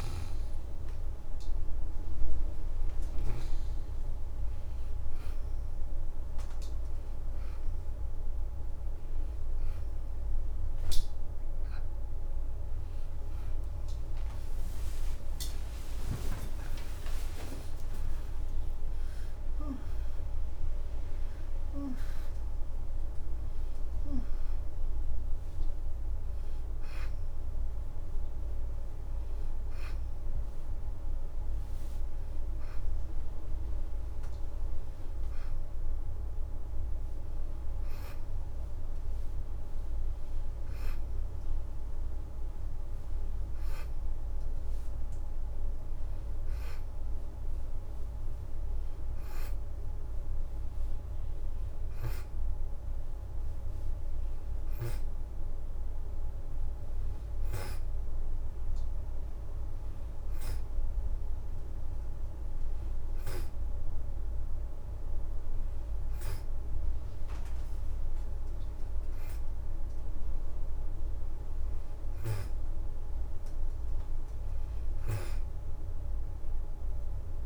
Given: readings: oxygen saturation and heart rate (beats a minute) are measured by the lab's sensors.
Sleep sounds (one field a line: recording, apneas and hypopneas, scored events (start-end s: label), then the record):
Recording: a person partly awake in a sleep study, hard to hear, by a room microphone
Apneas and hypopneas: none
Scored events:
29.50-77.46 s: new sleep stage, N1 (lightest sleep)
From the record:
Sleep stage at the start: awake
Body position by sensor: on the right side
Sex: female